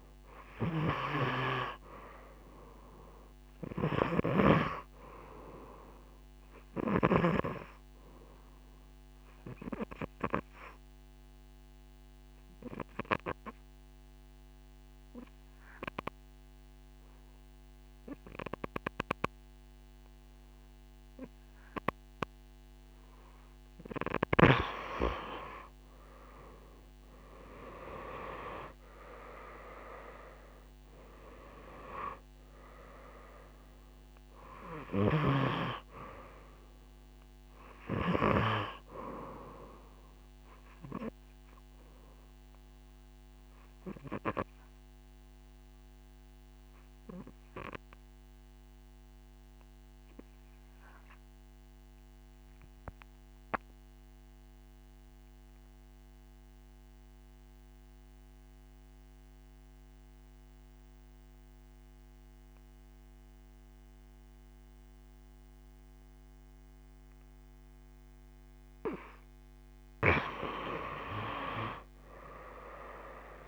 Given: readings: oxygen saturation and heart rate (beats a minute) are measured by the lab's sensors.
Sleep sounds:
breathing in sleep by a microphone on the trachea; 2
0.00-1.00 s: arousal
3.50-7.00 s: snoring (device-marked)
6.50-23.00 s: obstructive apnea (oxygen 96% before, 86% lowest)
26.00-53.00 s: oxygen desaturation (device-marked, oxygen 95% before, 87% lowest)
27.00-31.00 s: arousal
41.00-68.00 s: obstructive apnea (oxygen 95% before, 85% lowest)
65.00-73.48 s: oxygen desaturation (device-marked, oxygen 98% before, 85% lowest)
70.50-73.48 s: arousal
From the record:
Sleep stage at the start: N2 (light sleep); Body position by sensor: on the right side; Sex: female

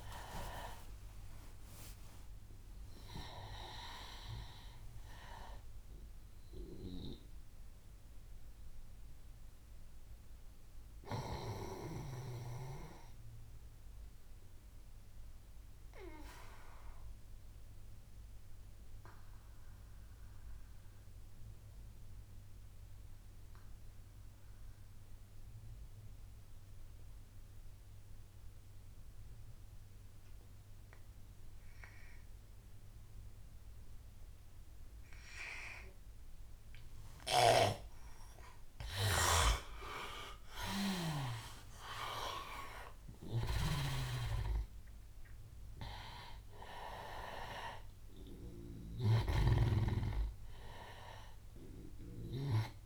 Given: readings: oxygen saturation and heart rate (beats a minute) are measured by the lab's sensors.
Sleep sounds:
breathing in sleep by a room microphone; 1
0.00-15.50 s: oxygen desaturation (device-marked, oxygen 82% lowest, heart rate 75 extreme)
1.50-3.50 s: long interval between heartbeats (device-marked, heart rate 83 before, 101 extreme)
5.50-40.00 s: mixed apnea (oxygen 98% before, 82% lowest, heart rate 88 before, 73 extreme, up 16 after)
35.50-52.86 s: oxygen desaturation (device-marked, oxygen 98% before, 86% lowest, heart rate 83 before, 71 extreme)
42.00-46.50 s: arousal
49.00-52.86 s: snoring (device-marked)
From the record:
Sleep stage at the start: N2 (light sleep); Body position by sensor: on the back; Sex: male

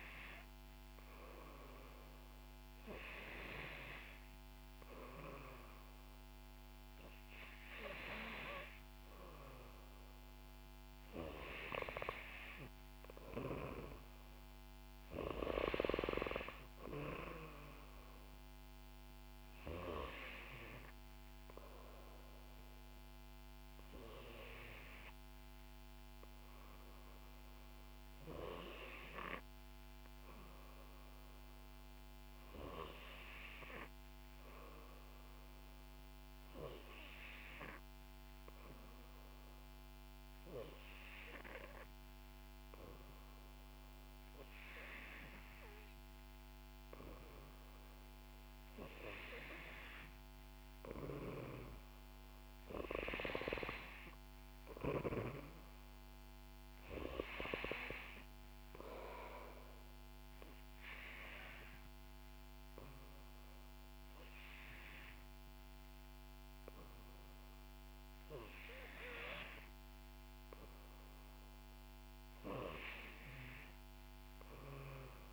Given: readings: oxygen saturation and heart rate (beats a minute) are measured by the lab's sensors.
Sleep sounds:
breathing in sleep by a microphone on the trachea; 2
0.00-2.00 s: arousal
8.50-27.50 s: oxygen desaturation (device-marked, oxygen 93% before, 89% lowest, heart rate 63 before, 60 extreme)
33.00-48.50 s: hypopnea (oxygen 93% before, 88% lowest, heart rate 62 before, 61 extreme, up 1 after)
51.00-54.50 s: arousal
52.50-74.50 s: oxygen desaturation (device-marked, oxygen 92% before, 88% lowest, heart rate 64 before, 61 extreme)
60.00-71.00 s: obstructive apnea (oxygen 93% before, 88% lowest, heart rate 65 before, 61 extreme, up 4 after)
From the record:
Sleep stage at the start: N3 (deep sleep); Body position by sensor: on the back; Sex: female

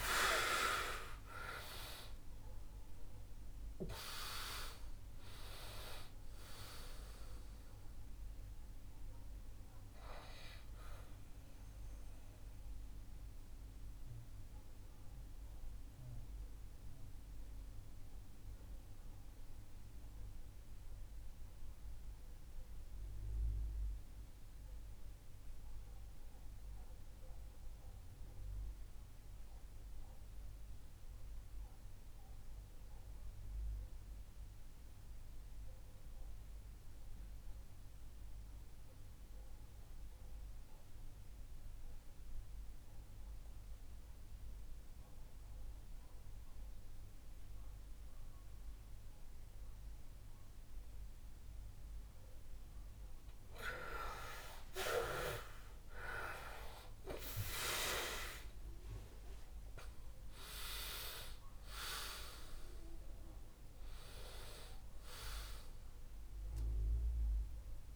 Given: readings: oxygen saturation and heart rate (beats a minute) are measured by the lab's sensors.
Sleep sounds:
breathing in sleep by a room microphone; 1
0.00-28.50 s: oxygen desaturation (device-marked, oxygen 78% lowest, heart rate 59 extreme)
11.00-52.50 s: mixed apnea (oxygen 95% before, 78% lowest, heart rate 74 before, 59 extreme, up 19 after)
41.50-67.96 s: oxygen desaturation (device-marked, oxygen 99% before, 81% lowest, heart rate 62 before, 57 extreme)
54.00-58.00 s: arousal
From the record:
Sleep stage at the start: REM sleep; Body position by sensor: on the back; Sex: male

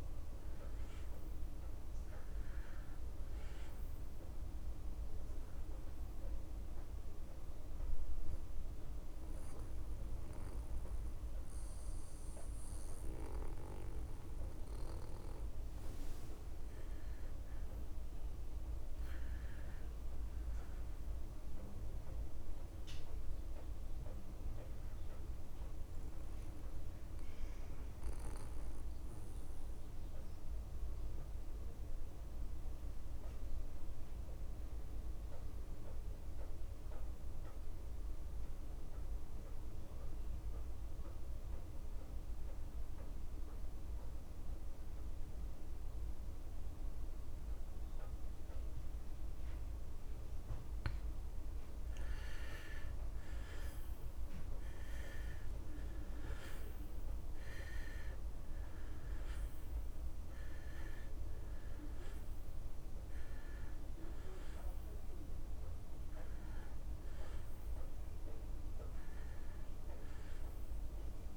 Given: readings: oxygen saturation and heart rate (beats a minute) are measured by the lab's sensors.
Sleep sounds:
breathing in sleep, hard to hear, by a room microphone; 2
0.00-20.00 s: oxygen desaturation (device-marked, oxygen 91% lowest)
6.50-16.50 s: central apnea (oxygen 98% before, 83% lowest)
19.00-22.00 s: arousal
26.00-51.50 s: mixed apnea (oxygen 97% before, 83% lowest)
47.00-71.37 s: oxygen desaturation (device-marked, oxygen 96% before, 83% lowest)
53.50-57.50 s: arousal
From the record:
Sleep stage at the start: N2 (light sleep); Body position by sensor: on the back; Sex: male

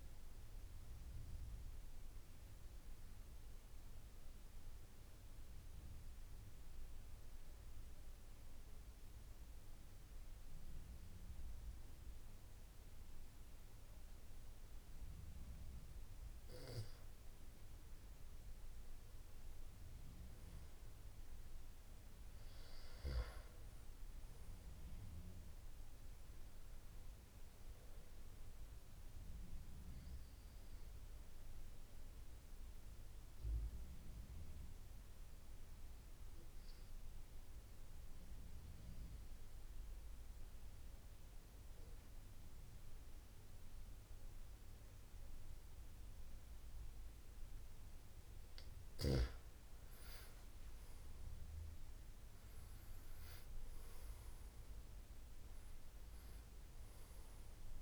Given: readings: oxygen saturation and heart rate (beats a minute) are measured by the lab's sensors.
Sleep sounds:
breathing in sleep, hard to hear, by a room microphone; 2
0.00-15.50 s: oxygen desaturation (device-marked, oxygen 85% lowest, heart rate 67 extreme)
2.00-18.00 s: mixed apnea (oxygen 97% before, 85% lowest, heart rate 84 before, 69 extreme, up 10 after)
20.00-23.50 s: arousal
28.50-40.50 s: oxygen desaturation (device-marked, oxygen 98% before, 91% lowest, heart rate 78 before, 69 extreme)
29.50-48.00 s: obstructive apnea (oxygen 98% before, 88% lowest, heart rate 78 before, 64 extreme, up 11 after)
49.50-53.50 s: arousal
49.50-57.82 s: oxygen desaturation (device-marked, oxygen 95% before, 88% lowest, heart rate 77 before, 64 extreme)
From the record:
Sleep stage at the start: N2 (light sleep); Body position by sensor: on the back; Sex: male

